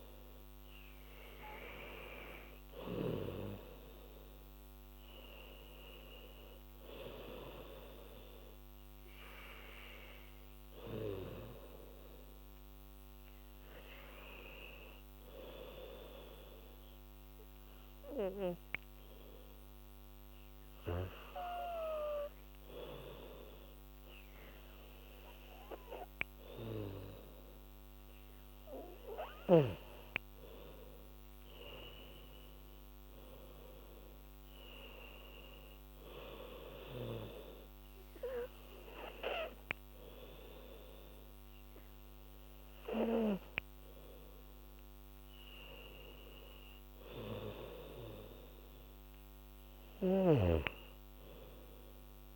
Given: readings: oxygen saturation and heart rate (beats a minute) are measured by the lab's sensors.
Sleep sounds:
breathing in sleep by a microphone on the trachea; 1
16.00-28.00 s: hypopnea (oxygen 95% before, 92% lowest, heart rate 84 before, 80 extreme, up 7 after)
29.50-48.50 s: oxygen desaturation (device-marked, oxygen 96% before, 92% lowest, heart rate 82 before, 80 extreme)
30.00-34.00 s: arousal
From the record:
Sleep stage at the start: N2 (light sleep); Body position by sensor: on the back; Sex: female

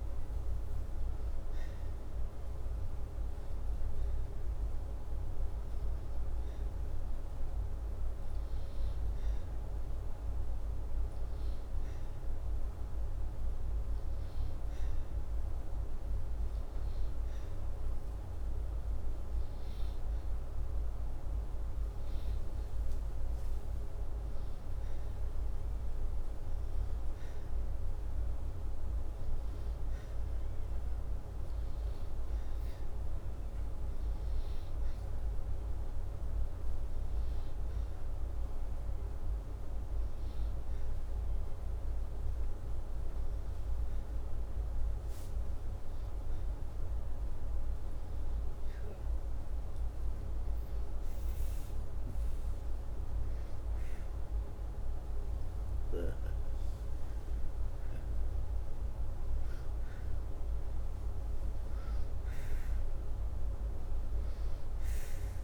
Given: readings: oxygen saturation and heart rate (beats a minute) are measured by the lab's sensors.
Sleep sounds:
breathing in sleep, hard to hear, by a room microphone; none
56.00-59.50 s: arousal
From the record:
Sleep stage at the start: N2 (light sleep); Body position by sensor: upright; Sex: male

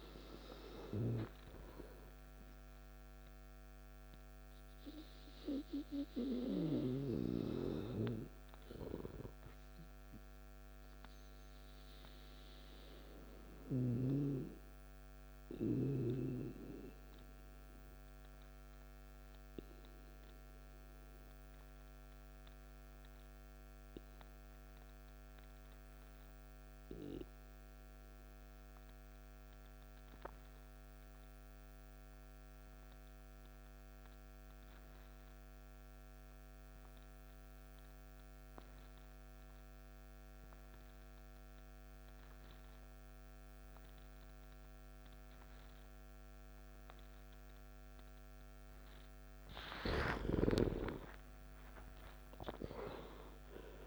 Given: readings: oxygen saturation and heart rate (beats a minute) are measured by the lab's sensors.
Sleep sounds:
breathing in sleep by a microphone on the trachea; 1
0.00-10.00 s: oxygen desaturation (device-marked, oxygen 85% lowest, heart rate 58 extreme)
11.50-49.50 s: obstructive apnea (oxygen 98% before, 86% lowest, heart rate 63 before, 56 extreme, up 53 after)
35.00-53.87 s: oxygen desaturation (device-marked, oxygen 98% before, 86% lowest, heart rate 60 before, 55 extreme)
50.00-53.50 s: arousal
From the record:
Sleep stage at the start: N2 (light sleep); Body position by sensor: on the back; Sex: male

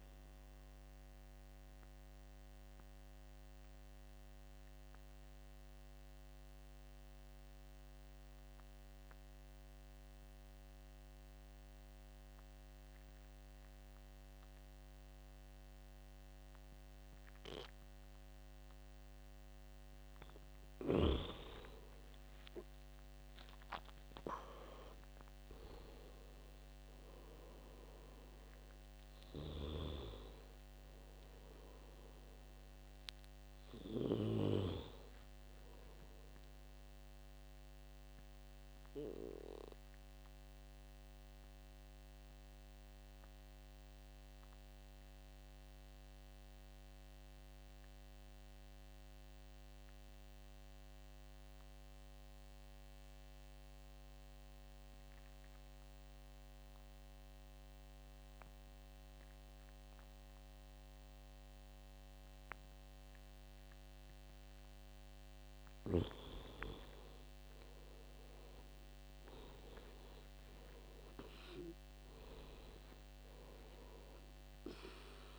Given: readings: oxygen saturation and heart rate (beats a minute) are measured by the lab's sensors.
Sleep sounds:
breathing in sleep by a microphone on the trachea; 2
1.50-20.00 s: obstructive apnea (oxygen 98% before, 90% lowest, heart rate 78 before, 71 extreme, up 11 after)
21.50-25.00 s: arousal
25.00-34.00 s: oxygen desaturation (device-marked, oxygen 97% before, 93% lowest, heart rate 73 before, 70 extreme)
38.50-65.00 s: obstructive apnea (oxygen 97% before, 85% lowest, heart rate 78 before, 70 extreme, up 8 after)
42.00-56.00 s: oxygen desaturation (device-marked, oxygen 94% before, 90% lowest, heart rate 79 before, 70 extreme)
64.00-75.39 s: oxygen desaturation (device-marked, oxygen 98% before, 85% lowest, heart rate 72 before, 68 extreme)
66.50-70.00 s: arousal
From the record:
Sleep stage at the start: N2 (light sleep); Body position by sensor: on the back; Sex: male

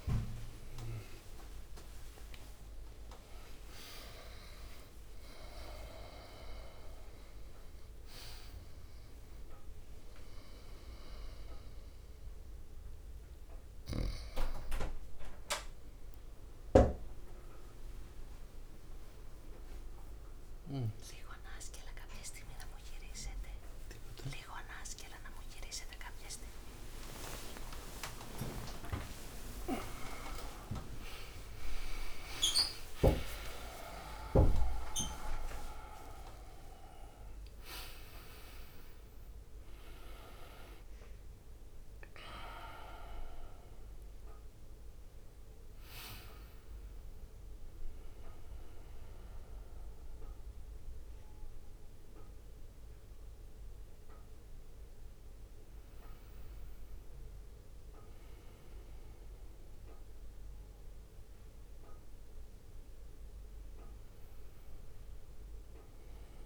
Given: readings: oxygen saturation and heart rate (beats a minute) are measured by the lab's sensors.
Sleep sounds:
a person partly awake in a sleep study, by a room microphone; none
0.00-14.00 s: drop in pulse transit time (device-marked, heart rate 62 extreme)
0.50-2.50 s: long interval between heartbeats (device-marked, heart rate 59 before, 68 extreme)
9.00-39.00 s: new sleep stage, awake
26.00-36.00 s: tachycardia (device-marked, heart rate 59 before, 184 extreme)
28.50-30.50 s: long interval between heartbeats (device-marked, heart rate 67 before, 99 extreme)
32.00-50.00 s: drop in pulse transit time (device-marked, heart rate 77 before, 67 extreme)
33.50-35.50 s: long interval between heartbeats (device-marked, heart rate 82 before, 174 extreme)
39.00-66.46 s: new sleep stage, N1 (lightest sleep)
From the record:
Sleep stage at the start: N2 (light sleep); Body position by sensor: on the right side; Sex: male

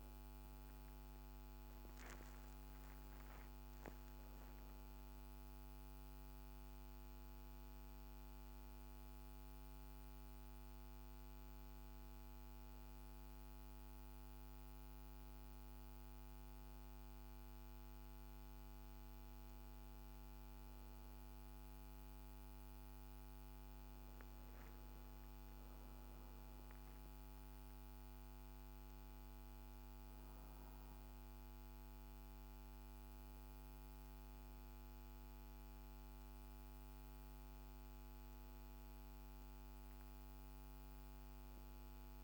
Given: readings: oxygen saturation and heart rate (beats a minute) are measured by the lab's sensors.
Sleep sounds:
breathing in sleep, hard to hear, by a microphone on the trachea; none
none scored
From the record:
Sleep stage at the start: N1 (lightest sleep); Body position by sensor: on the back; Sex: female

